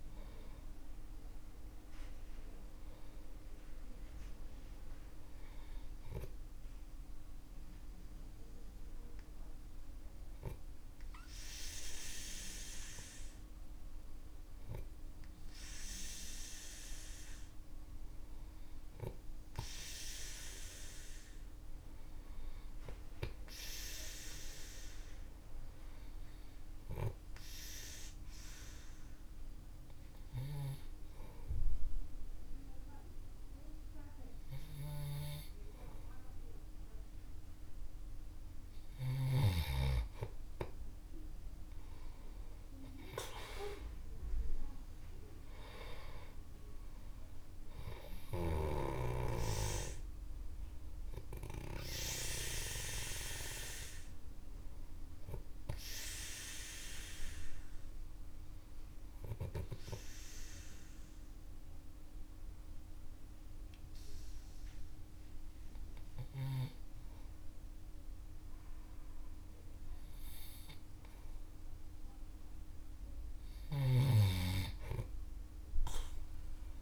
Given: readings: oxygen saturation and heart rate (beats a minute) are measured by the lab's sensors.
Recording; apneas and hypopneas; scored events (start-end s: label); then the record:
breathing in sleep by a room microphone; 3
6.00-16.50 s: hypopnea (oxygen 97% before, 93% lowest, heart rate 59 before, 52 extreme, up 3 after)
18.50-21.50 s: arousal
20.00-26.00 s: oxygen desaturation (device-marked, oxygen 96% before, 93% lowest, heart rate 57 before, 53 extreme)
26.50-37.50 s: obstructive apnea (oxygen 97% before, 93% lowest, heart rate 53 before, 49 extreme, up 8 after)
40.50-44.50 s: arousal
57.00-71.50 s: obstructive apnea (oxygen 97% before, 93% lowest, heart rate 57 before, 49 extreme, up 12 after)
From the record:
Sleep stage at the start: N2 (light sleep); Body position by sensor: on the back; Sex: male